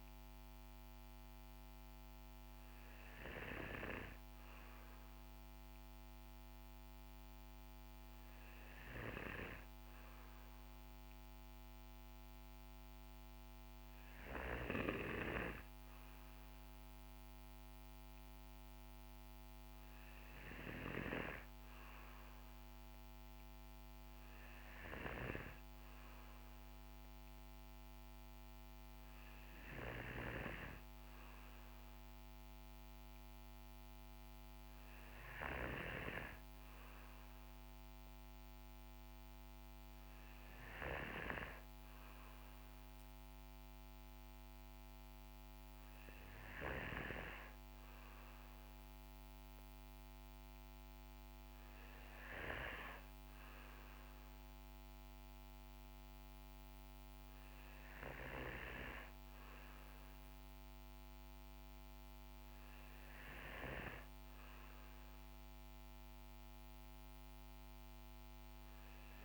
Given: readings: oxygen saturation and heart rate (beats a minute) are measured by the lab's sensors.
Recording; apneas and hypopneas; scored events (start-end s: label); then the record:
breathing in sleep by a microphone on the trachea; none
none scored
From the record:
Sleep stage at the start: N2 (light sleep); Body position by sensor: on the back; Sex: male